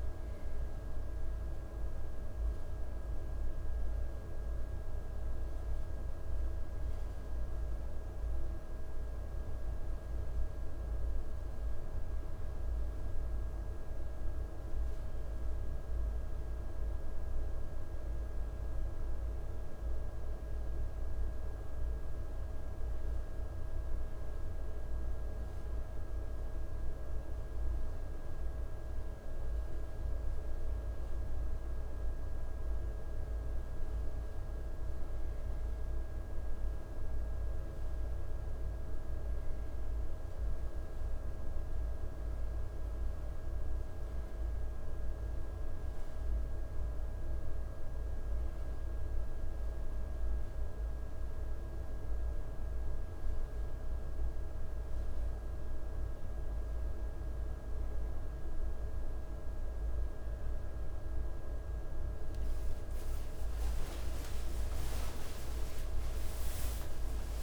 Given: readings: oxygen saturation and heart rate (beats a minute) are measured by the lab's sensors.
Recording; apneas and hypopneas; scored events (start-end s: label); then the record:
breathing in sleep, hard to hear, by a room microphone; none
4.50-64.50 s: new sleep stage, N2 (light sleep)
61.50-67.43 s: tachycardia (device-marked, heart rate 58 before, 138 extreme)
64.50-67.43 s: new sleep stage, N1 (lightest sleep)
66.00-67.43 s: arousal
From the record:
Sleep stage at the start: N1 (lightest sleep); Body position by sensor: on the right side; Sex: male